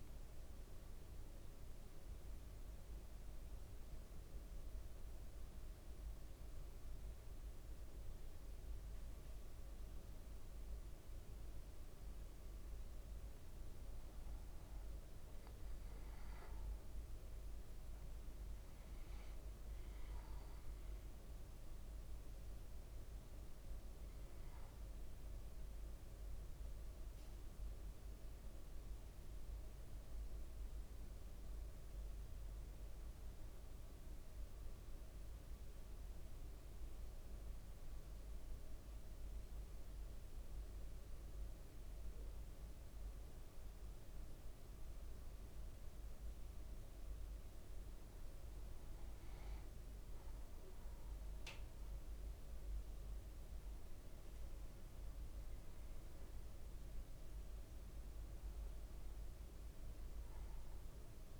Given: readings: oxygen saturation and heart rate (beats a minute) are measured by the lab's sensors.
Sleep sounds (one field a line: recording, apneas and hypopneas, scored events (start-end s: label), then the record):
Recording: breathing in sleep, hard to hear, by a room microphone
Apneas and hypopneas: 2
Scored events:
0.00-11.00 s: oxygen desaturation (device-marked, oxygen 95% lowest, heart rate 54 extreme)
2.00-13.50 s: mixed apnea (oxygen 98% before, 94% lowest, heart rate 57 before, 54 extreme, up 3 after)
16.50-21.50 s: arousal
34.00-47.50 s: obstructive apnea (oxygen 97% before, 94% lowest, heart rate 56 before, 54 extreme, up 2 after)
51.00-55.50 s: arousal
From the record:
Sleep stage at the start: N1 (lightest sleep)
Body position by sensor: on the back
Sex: male